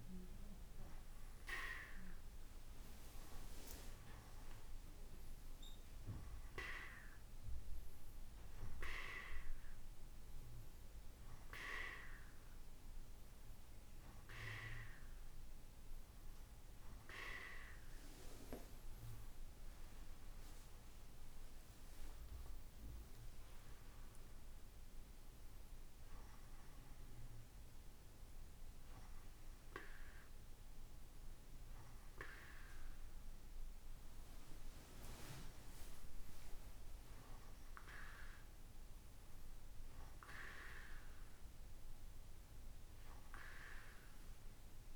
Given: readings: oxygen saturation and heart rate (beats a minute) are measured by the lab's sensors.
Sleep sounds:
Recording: breathing in sleep by a room microphone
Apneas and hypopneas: none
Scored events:
none scored
From the record:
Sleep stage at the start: N2 (light sleep)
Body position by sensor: on the right side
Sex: male

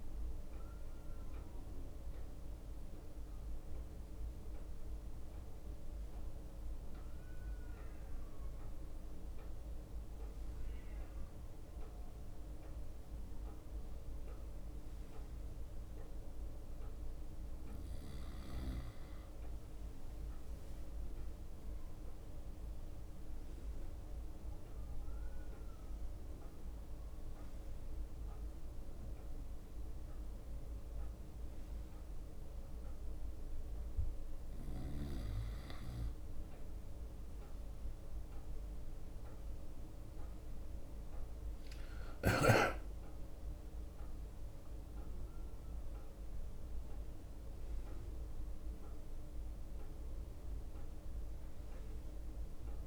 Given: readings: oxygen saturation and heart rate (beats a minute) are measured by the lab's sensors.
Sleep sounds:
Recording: a person awake in a sleep study, hard to hear, by a room microphone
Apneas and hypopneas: none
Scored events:
4.00-16.00 s: drop in pulse transit time (device-marked, heart rate 81 before, 62 extreme)
20.00-24.00 s: leg movement (device-marked)
29.00-35.00 s: leg movement (device-marked)
35.50-41.50 s: leg movement (device-marked)
41.50-44.00 s: leg movement (device-marked)
48.50-52.50 s: leg movement (device-marked)
50.00-52.87 s: new sleep stage, N2 (light sleep)
From the record:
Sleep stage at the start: awake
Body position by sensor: on the right side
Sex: male

